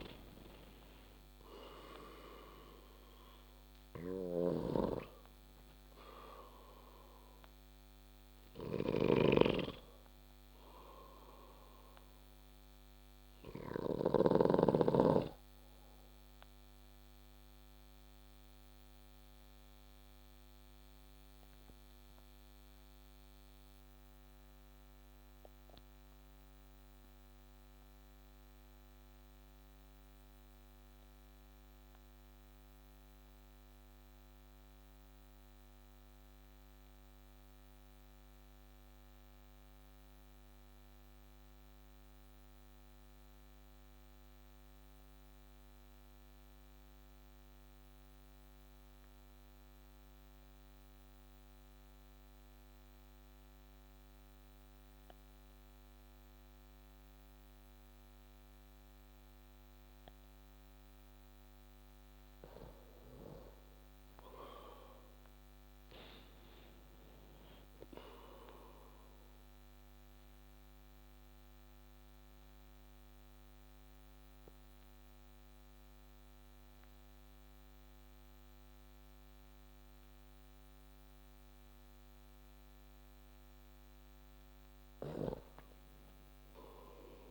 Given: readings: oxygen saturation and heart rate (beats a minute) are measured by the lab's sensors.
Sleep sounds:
breathing in sleep by a microphone on the trachea; 2
0.00-6.00 s: oxygen desaturation (device-marked, oxygen 93% lowest)
8.50-14.00 s: snoring (device-marked)
17.00-61.00 s: obstructive apnea (oxygen 96% before, 92% lowest)
54.00-80.00 s: oxygen desaturation (device-marked, oxygen 98% before, 93% lowest)
62.00-66.00 s: arousal
69.00-83.00 s: obstructive apnea (oxygen 99% before, 92% lowest)
84.50-87.31 s: arousal
From the record:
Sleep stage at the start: N2 (light sleep); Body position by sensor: on the back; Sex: male

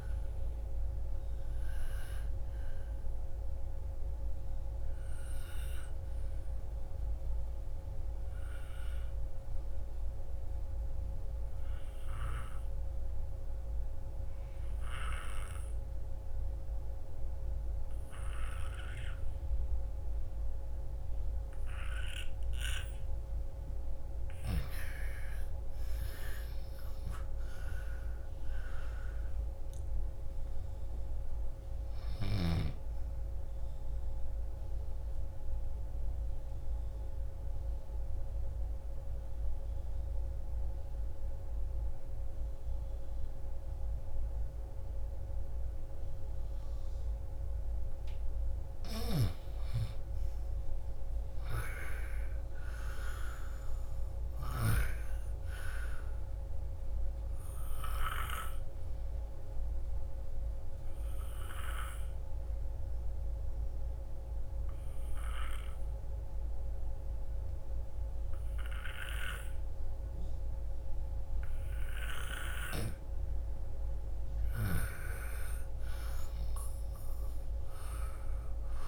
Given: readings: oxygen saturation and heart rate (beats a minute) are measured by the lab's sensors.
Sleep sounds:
breathing in sleep by a room microphone; 3
2.00-16.00 s: oxygen desaturation (device-marked, oxygen 97% before, 85% lowest, heart rate 60 before, 29 extreme)
2.00-23.00 s: obstructive apnea (oxygen 97% before, 85% lowest, heart rate 60 before, 28 extreme, up 28 after)
25.00-30.00 s: arousal
34.00-49.00 s: oxygen desaturation (device-marked, oxygen 98% before, 90% lowest)
34.50-48.00 s: obstructive apnea (oxygen 99% before, 87% lowest)
49.00-55.00 s: snoring (device-marked)
49.50-53.00 s: arousal
54.00-76.00 s: oxygen desaturation (device-marked, oxygen 98% before, 87% lowest)
56.50-73.50 s: obstructive apnea (oxygen 98% before, 87% lowest, heart rate 46 before, 28 extreme, up 33 after)
74.50-78.00 s: arousal
From the record:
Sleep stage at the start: N2 (light sleep); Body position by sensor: on the left side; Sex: female

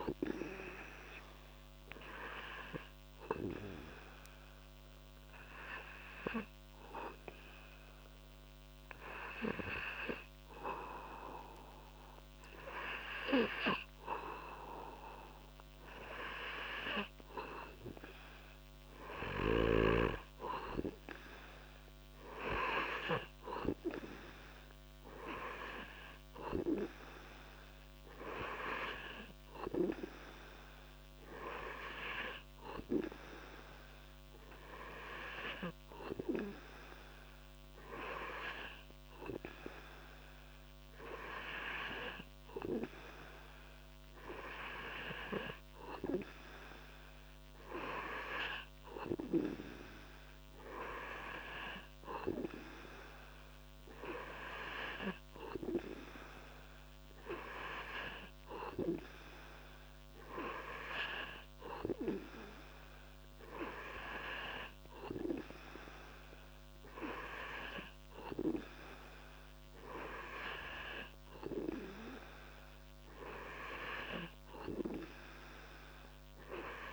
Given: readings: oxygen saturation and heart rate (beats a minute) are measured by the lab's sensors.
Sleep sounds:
breathing in sleep by a microphone on the trachea; 1
0.50-15.00 s: hypopnea (oxygen 98% before, 95% lowest)
10.00-25.00 s: oxygen desaturation (device-marked, oxygen 99% before, 95% lowest)
18.00-22.00 s: arousal
From the record:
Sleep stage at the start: N2 (light sleep); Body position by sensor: on the back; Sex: male

